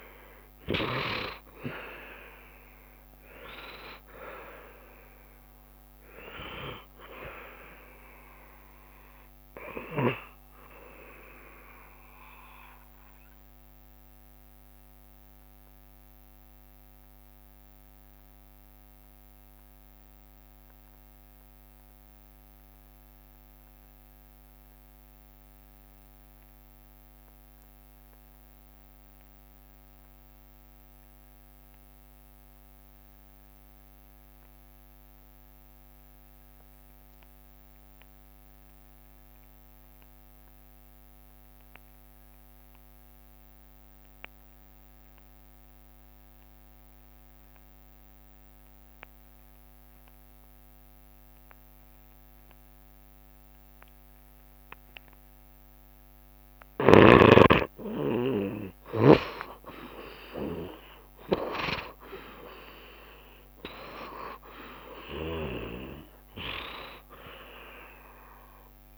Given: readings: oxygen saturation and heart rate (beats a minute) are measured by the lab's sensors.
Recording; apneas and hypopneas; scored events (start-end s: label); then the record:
breathing in sleep by a microphone on the trachea; 1
0.00-25.00 s: oxygen desaturation (device-marked, oxygen 69% lowest, heart rate 66 extreme)
13.00-56.00 s: obstructive apnea (oxygen 77% before, 69% lowest, heart rate 75 before, 66 extreme, up 4 after)
39.00-68.98 s: oxygen desaturation (device-marked, oxygen 87% before, 70% lowest, heart rate 67 before, 66 extreme)
57.50-62.00 s: arousal
From the record:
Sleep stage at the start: N2 (light sleep); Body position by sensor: on the back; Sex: male